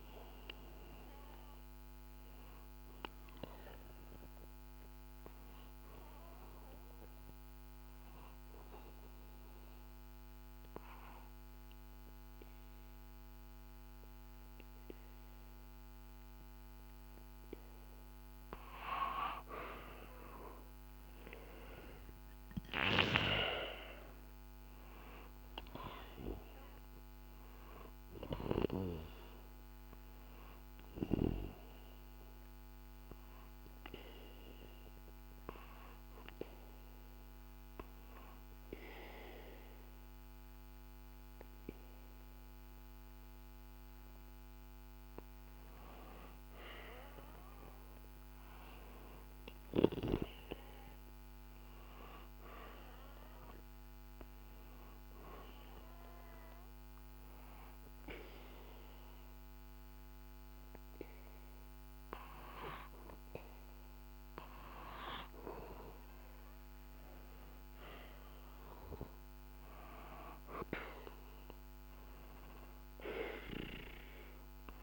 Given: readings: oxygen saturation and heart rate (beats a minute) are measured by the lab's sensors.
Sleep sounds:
breathing in sleep by a microphone on the trachea; 3
5.00-17.50 s: obstructive apnea (oxygen 96% before, 93% lowest, heart rate 67 before, 63 extreme, up 1 after)
22.00-26.00 s: arousal
29.00-46.00 s: oxygen desaturation (device-marked, oxygen 97% before, 93% lowest, heart rate 64 before, 63 extreme)
30.50-43.50 s: hypopnea (oxygen 97% before, 93% lowest, heart rate 64 before, 63 extreme, up 1 after)
46.50-51.00 s: arousal
56.00-67.00 s: obstructive apnea (oxygen 97% before, 93% lowest, heart rate 64 before, 63 extreme, up 4 after)
69.00-72.00 s: arousal
From the record:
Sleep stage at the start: N2 (light sleep); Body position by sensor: on the back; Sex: male

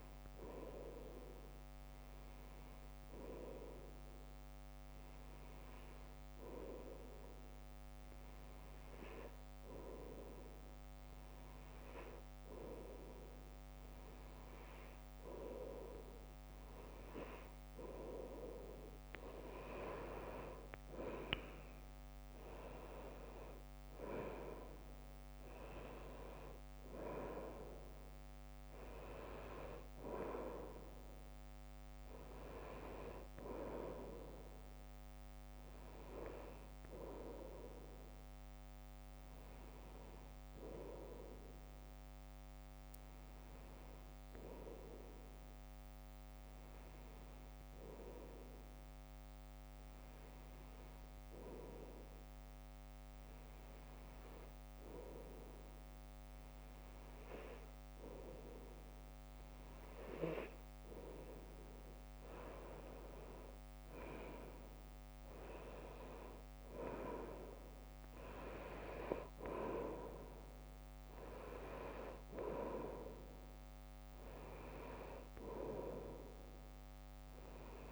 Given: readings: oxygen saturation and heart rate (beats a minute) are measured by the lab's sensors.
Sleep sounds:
breathing in sleep by a microphone on the trachea; 2
3.50-16.00 s: hypopnea (oxygen 98% before, 93% lowest, heart rate 58 before, 55 extreme, up 5 after)
19.00-23.00 s: arousal
47.00-59.50 s: hypopnea (oxygen 95% before, 93% lowest, heart rate 58 before, 54 extreme, up 6 after)
61.50-64.00 s: arousal
65.50-75.50 s: oxygen desaturation (device-marked, oxygen 97% before, 93% lowest, heart rate 58 before, 54 extreme)
From the record:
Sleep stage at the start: N2 (light sleep); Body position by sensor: on the back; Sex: female

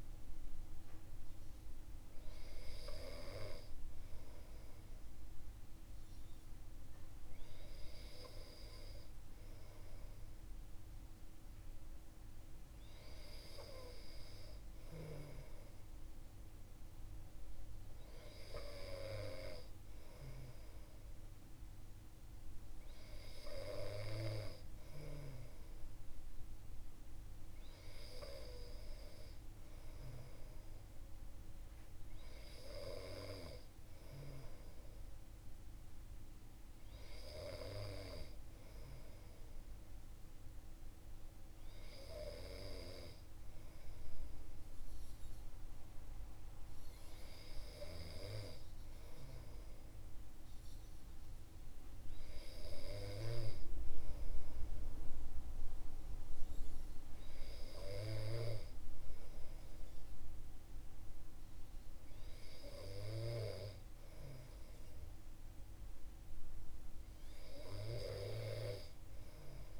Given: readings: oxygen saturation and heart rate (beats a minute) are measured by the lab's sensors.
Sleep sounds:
breathing in sleep by a room microphone; none
none scored
From the record:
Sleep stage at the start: N2 (light sleep); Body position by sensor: on the back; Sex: male

